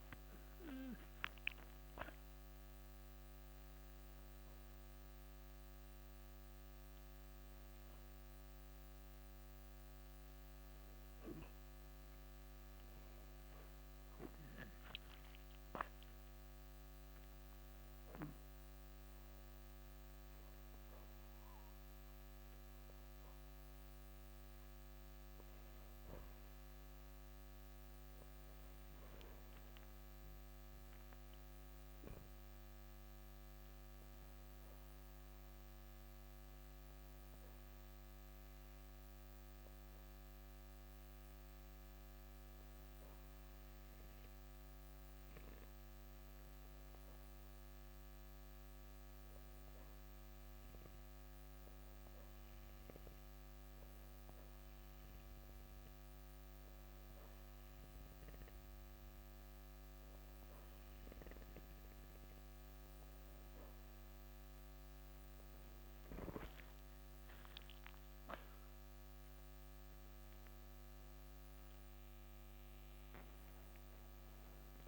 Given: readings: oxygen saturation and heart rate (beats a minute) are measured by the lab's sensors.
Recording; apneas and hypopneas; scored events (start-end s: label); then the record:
breathing in sleep, hard to hear, by a microphone on the trachea; 1
28.50-32.00 s: arousal
34.50-63.50 s: obstructive apnea (oxygen 94% before, 93% lowest, heart rate 57 before, 55 extreme, up 21 after)
65.50-68.50 s: arousal
From the record:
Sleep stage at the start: N2 (light sleep); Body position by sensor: on the back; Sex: male